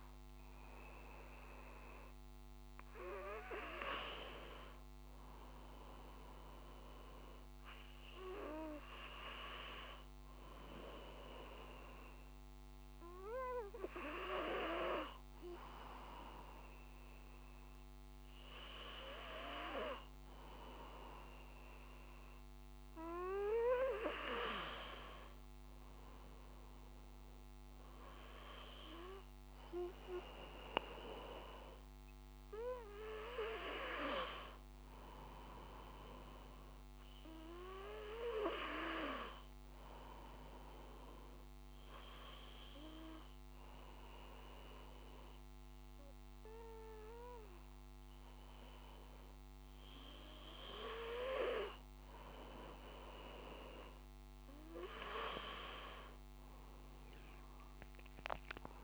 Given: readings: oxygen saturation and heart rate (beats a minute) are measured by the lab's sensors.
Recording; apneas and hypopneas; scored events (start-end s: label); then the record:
breathing in sleep by a microphone on the trachea; 1
4.50-58.84 s: new sleep stage, N2 (light sleep)
41.50-54.00 s: obstructive apnea (oxygen 95% before, 93% lowest)
55.50-58.84 s: arousal
From the record:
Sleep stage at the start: N1 (lightest sleep); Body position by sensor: on the back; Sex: male